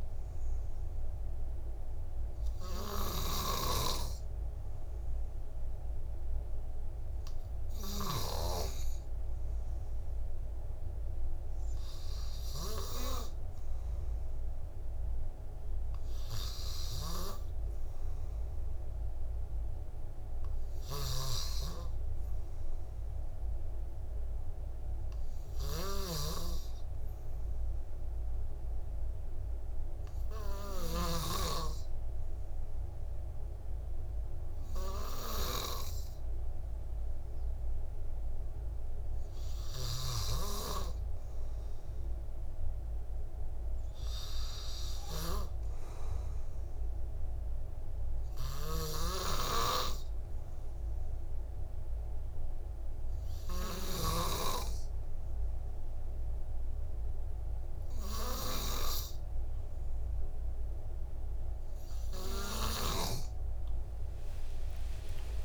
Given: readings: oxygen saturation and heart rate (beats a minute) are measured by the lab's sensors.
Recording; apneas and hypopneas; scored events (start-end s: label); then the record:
breathing in sleep by a room microphone; none
48.50-60.50 s: oxygen desaturation (device-marked, oxygen 97% before, 93% lowest, heart rate 55 before, 52 extreme)
From the record:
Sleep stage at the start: N2 (light sleep); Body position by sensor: on the back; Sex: male